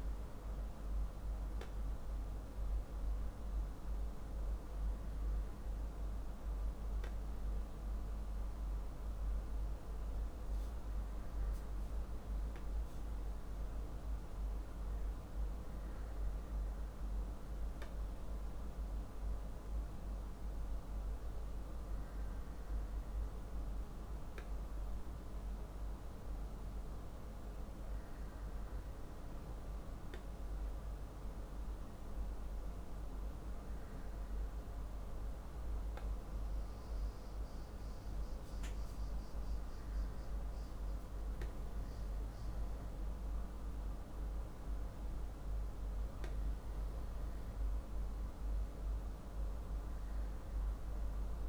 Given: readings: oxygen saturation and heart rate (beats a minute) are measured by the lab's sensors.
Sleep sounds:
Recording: breathing in sleep, hard to hear, by a room microphone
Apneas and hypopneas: none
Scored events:
none scored
From the record:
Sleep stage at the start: N2 (light sleep)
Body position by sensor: on the back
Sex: male

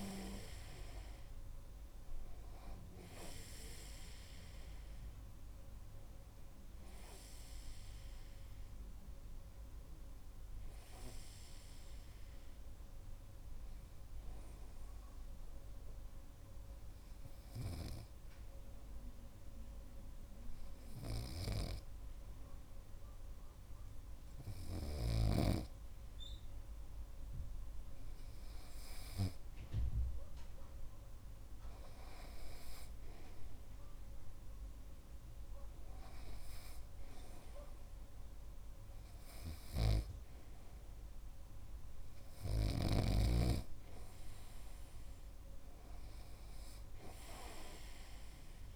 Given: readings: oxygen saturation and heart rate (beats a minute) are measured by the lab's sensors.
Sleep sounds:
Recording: breathing in sleep by a room microphone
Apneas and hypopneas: 1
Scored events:
13.50-27.50 s: hypopnea (oxygen 98% before, 96% lowest)
21.50-25.50 s: snoring (device-marked)
28.50-32.50 s: arousal
From the record:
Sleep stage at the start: REM sleep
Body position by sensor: on the right side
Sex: male

